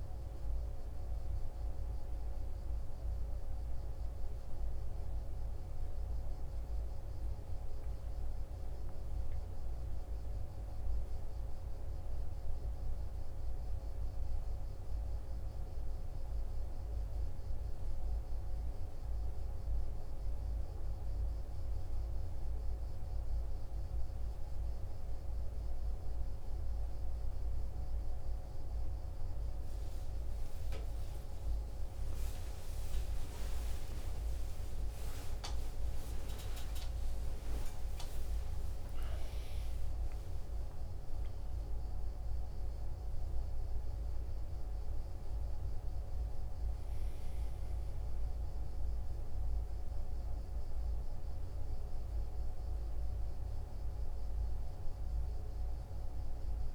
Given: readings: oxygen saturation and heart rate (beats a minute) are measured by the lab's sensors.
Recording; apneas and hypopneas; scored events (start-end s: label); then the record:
a person awake in a sleep study, hard to hear, by a room microphone; none
none scored
From the record:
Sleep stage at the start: awake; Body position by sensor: on the right side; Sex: male